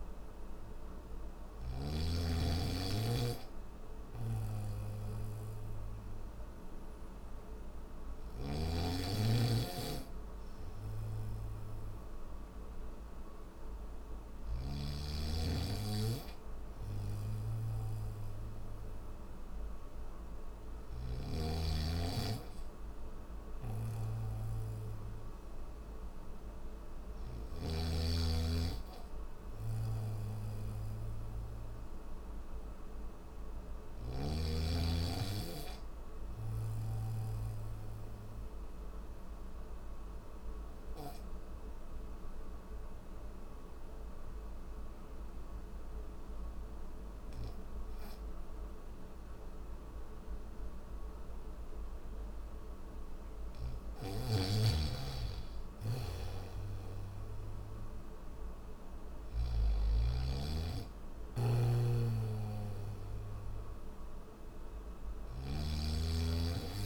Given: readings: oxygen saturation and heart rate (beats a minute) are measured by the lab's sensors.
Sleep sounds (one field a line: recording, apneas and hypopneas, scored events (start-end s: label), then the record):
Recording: breathing in sleep by a room microphone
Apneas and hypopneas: none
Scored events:
7.50-14.00 s: snoring (device-marked)
20.00-27.00 s: snoring (device-marked)
33.00-36.50 s: snoring (device-marked)
53.50-59.00 s: snoring (device-marked)
61.00-65.00 s: snoring (device-marked)
61.50-66.86 s: oxygen desaturation (device-marked, oxygen 97% before, 93% lowest, heart rate 71 before, 68 extreme)
From the record:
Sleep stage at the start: N1 (lightest sleep)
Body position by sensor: on the back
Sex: male